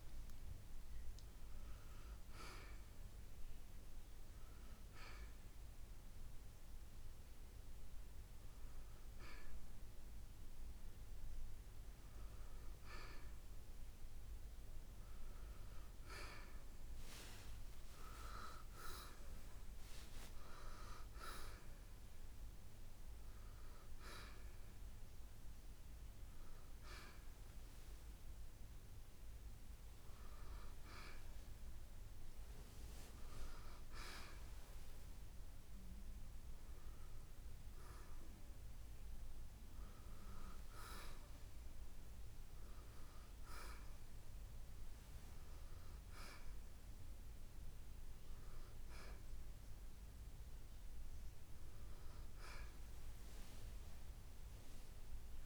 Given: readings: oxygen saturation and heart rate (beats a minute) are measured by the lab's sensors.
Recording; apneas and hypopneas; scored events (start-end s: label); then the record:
breathing in sleep by a room microphone; 1
0.00-3.00 s: oxygen desaturation (device-marked, oxygen 89% lowest, heart rate 64 extreme)
3.50-13.50 s: hypopnea (oxygen 93% before, 88% lowest, heart rate 68 before, 65 extreme, up 0 after)
14.00-24.00 s: oxygen desaturation (device-marked, oxygen 92% before, 88% lowest, heart rate 69 before, 65 extreme)
16.00-21.00 s: arousal
35.00-45.00 s: oxygen desaturation (device-marked, oxygen 92% before, 89% lowest, heart rate 68 before, 65 extreme)
35.00-55.46 s: new sleep stage, N2 (light sleep)
From the record:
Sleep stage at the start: N1 (lightest sleep); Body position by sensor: on the right side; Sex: male